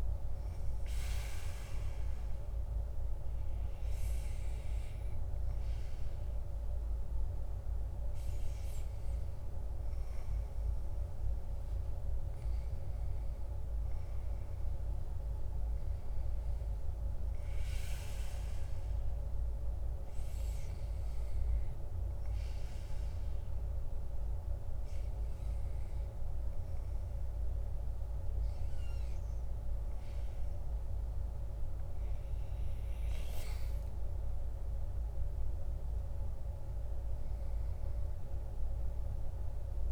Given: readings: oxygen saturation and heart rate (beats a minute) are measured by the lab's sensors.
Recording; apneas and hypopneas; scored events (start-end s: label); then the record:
breathing in sleep, hard to hear, by a room microphone; 1
0.00-1.50 s: arousal
20.00-31.50 s: obstructive apnea (oxygen 98% before, 95% lowest, heart rate 58 before, 47 extreme, up 7 after)
33.00-37.50 s: arousal
From the record:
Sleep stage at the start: REM sleep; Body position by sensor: on the back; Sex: male